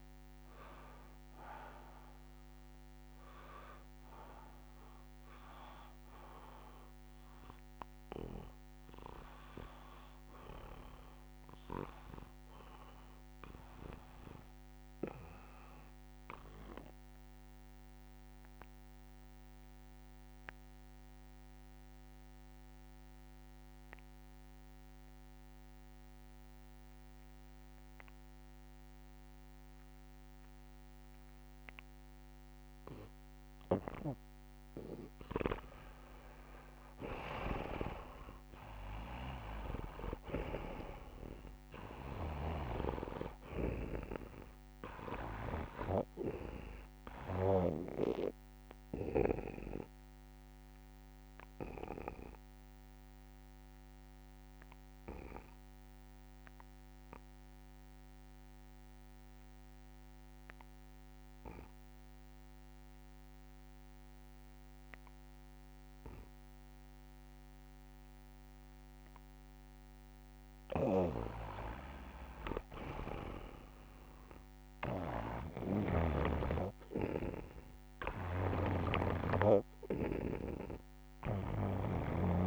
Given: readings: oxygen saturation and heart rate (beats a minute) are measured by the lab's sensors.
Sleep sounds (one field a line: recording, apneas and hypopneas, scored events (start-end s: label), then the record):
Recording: breathing in sleep by a microphone on the trachea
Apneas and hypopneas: 2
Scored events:
0.00-13.00 s: oxygen desaturation (device-marked, oxygen 71% lowest, heart rate 63 extreme)
16.00-33.50 s: obstructive apnea (oxygen 99% before, 80% lowest, heart rate 78 before, 66 extreme, up 9 after)
31.00-58.00 s: oxygen desaturation (device-marked, oxygen 99% before, 80% lowest, heart rate 69 before, 65 extreme)
37.00-40.00 s: arousal
37.00-40.50 s: snoring (device-marked)
47.50-69.50 s: obstructive apnea (oxygen 99% before, 80% lowest, heart rate 74 before, 65 extreme, up 9 after)
70.50-76.00 s: snoring (device-marked)
72.00-75.00 s: arousal
76.00-82.47 s: oxygen desaturation (device-marked, oxygen 98% before, 87% lowest, heart rate 69 before, 71 extreme)
78.00-82.47 s: snoring (device-marked)
From the record:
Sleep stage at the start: REM sleep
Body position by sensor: on the back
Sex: male